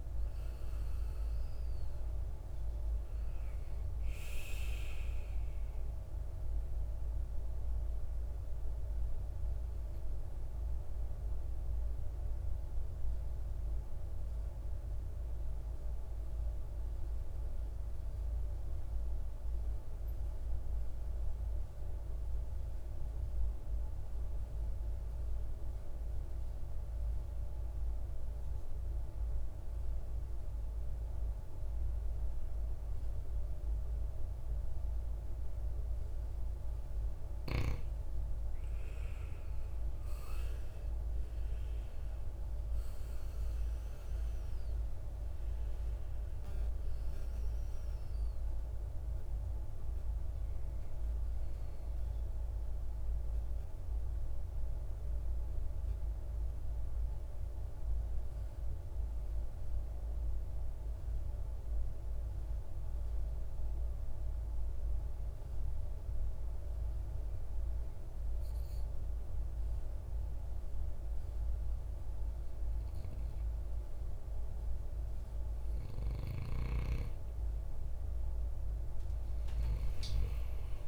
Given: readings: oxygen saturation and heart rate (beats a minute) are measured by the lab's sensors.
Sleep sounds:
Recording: breathing in sleep, hard to hear, by a room microphone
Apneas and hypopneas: 2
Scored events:
0.00-18.00 s: oxygen desaturation (device-marked, oxygen 87% lowest, heart rate 52 extreme)
9.00-36.00 s: mixed apnea (oxygen 99% before, 87% lowest, heart rate 65 before, 53 extreme, up 15 after)
38.00-63.00 s: oxygen desaturation (device-marked, oxygen 98% before, 88% lowest, heart rate 58 before, 52 extreme)
38.50-43.50 s: arousal
54.50-76.50 s: mixed apnea (oxygen 99% before, 88% lowest, heart rate 65 before, 52 extreme, up 13 after)
From the record:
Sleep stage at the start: N2 (light sleep)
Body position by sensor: on the right side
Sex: male

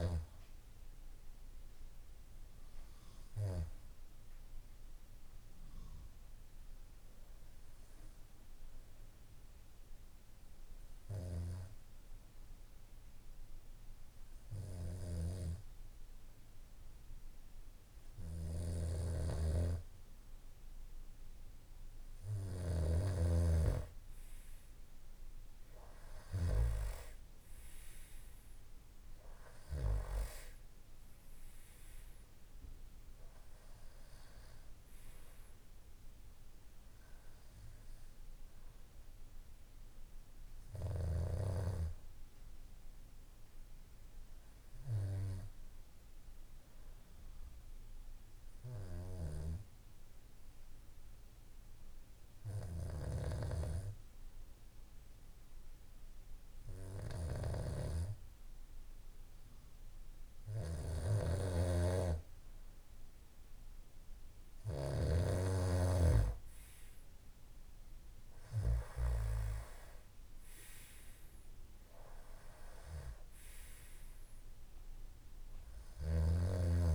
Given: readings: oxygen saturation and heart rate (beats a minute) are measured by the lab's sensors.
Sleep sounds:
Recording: breathing in sleep by a room microphone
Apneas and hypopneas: 2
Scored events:
2.50-22.00 s: hypopnea (oxygen 96% before, 92% lowest, heart rate 62 before, 55 extreme, up 5 after)
18.50-26.50 s: snoring (device-marked)
24.50-29.50 s: arousal
44.50-60.50 s: obstructive apnea (oxygen 95% before, 90% lowest, heart rate 60 before, 55 extreme, up 2 after)
57.00-69.00 s: snoring (device-marked)
62.50-66.50 s: arousal
70.00-76.95 s: oxygen desaturation (device-marked, oxygen 96% before, 90% lowest, heart rate 58 before, 55 extreme)
From the record:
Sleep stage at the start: N2 (light sleep)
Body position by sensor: on the back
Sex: male

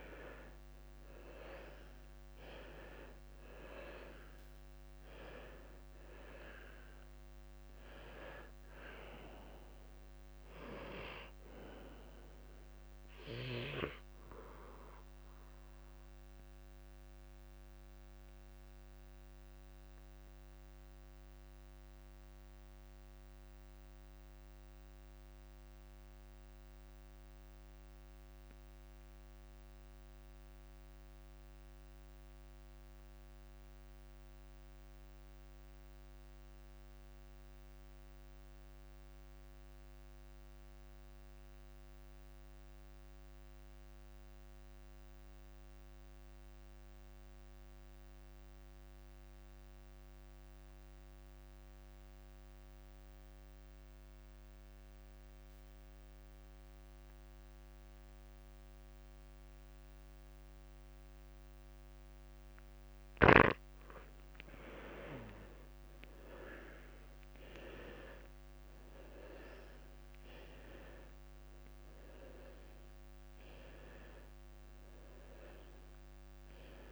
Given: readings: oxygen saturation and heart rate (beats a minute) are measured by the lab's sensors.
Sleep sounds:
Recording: breathing in sleep by a microphone on the trachea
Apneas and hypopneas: 1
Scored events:
0.00-2.00 s: arousal
0.00-33.00 s: oxygen desaturation (device-marked, oxygen 86% lowest, heart rate 51 extreme)
16.50-61.50 s: mixed apnea (oxygen 95% before, 83% lowest, heart rate 58 before, 51 extreme, up 32 after)
23.00-25.00 s: long interval between heartbeats (device-marked, heart rate 55 before, 59 extreme)
51.00-76.92 s: oxygen desaturation (device-marked, oxygen 98% before, 83% lowest, heart rate 53 before, 50 extreme)
62.50-64.50 s: long interval between heartbeats (device-marked, heart rate 54 before, 63 extreme)
64.50-69.00 s: arousal
From the record:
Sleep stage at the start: N2 (light sleep)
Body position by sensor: on the left side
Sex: male

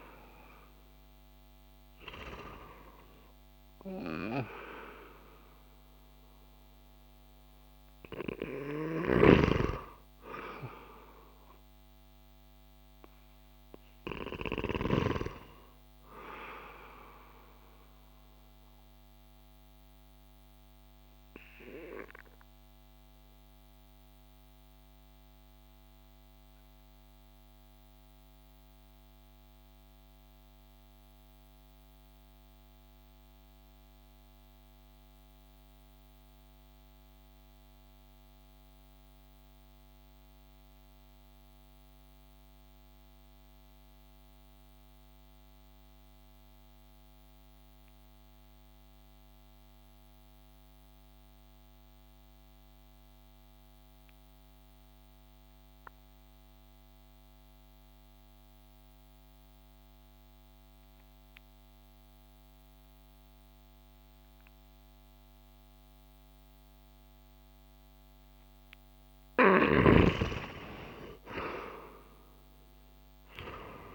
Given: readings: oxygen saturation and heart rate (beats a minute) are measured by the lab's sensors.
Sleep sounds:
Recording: breathing in sleep by a microphone on the trachea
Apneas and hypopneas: 1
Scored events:
0.00-24.50 s: oxygen desaturation (device-marked, oxygen 85% lowest)
16.50-68.50 s: mixed apnea (oxygen 95% before, 85% lowest)
50.50-73.95 s: oxygen desaturation (device-marked, oxygen 98% before, 86% lowest)
71.00-73.95 s: arousal
From the record:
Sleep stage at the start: N2 (light sleep)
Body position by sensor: on the back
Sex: male

